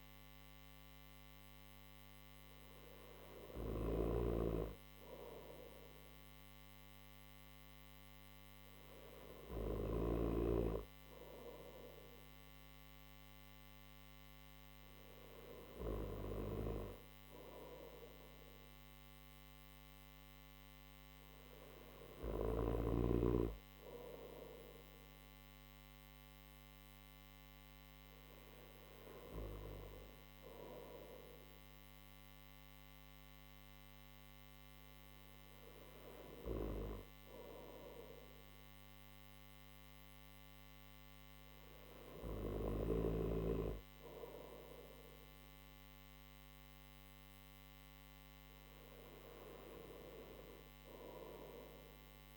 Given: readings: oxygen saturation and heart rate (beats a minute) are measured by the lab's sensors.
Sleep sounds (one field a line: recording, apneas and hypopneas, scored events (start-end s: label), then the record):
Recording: breathing in sleep by a microphone on the trachea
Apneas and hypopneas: none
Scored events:
3.00-9.50 s: snoring (device-marked)
From the record:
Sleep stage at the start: N1 (lightest sleep)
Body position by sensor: on the right side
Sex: male